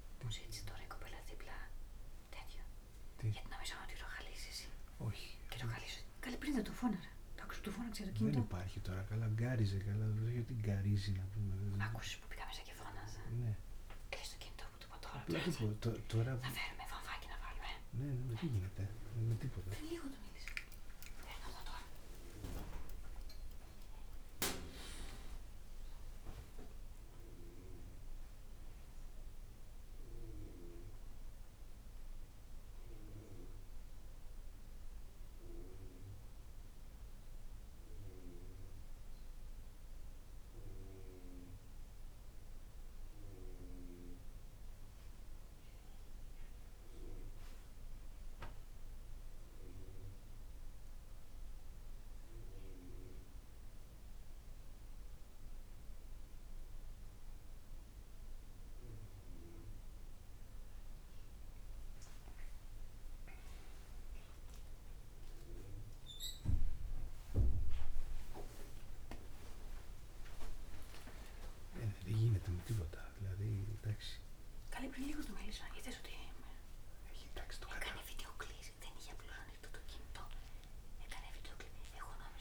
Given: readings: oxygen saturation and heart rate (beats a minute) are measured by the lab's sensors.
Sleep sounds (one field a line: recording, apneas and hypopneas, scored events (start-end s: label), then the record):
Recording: a person awake in a sleep study, by a room microphone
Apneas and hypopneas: none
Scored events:
62.00-67.00 s: arousal
From the record:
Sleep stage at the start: awake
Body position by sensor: on the right side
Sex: male